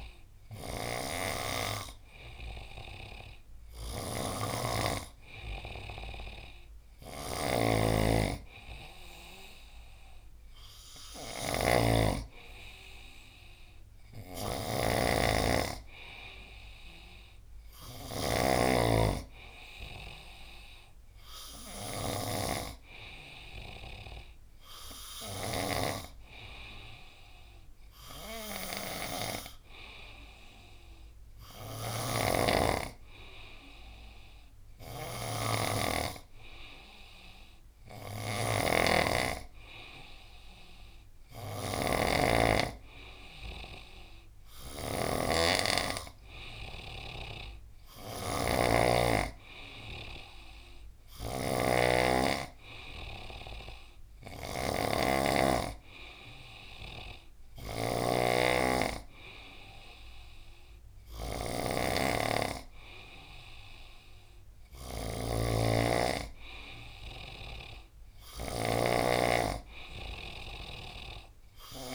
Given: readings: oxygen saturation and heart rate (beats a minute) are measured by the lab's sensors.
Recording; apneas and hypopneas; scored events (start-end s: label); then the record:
breathing in sleep by a room microphone; none
0.00-25.50 s: snoring (device-marked)
31.50-68.50 s: snoring (device-marked)
From the record:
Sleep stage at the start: N2 (light sleep); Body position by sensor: on the right side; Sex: male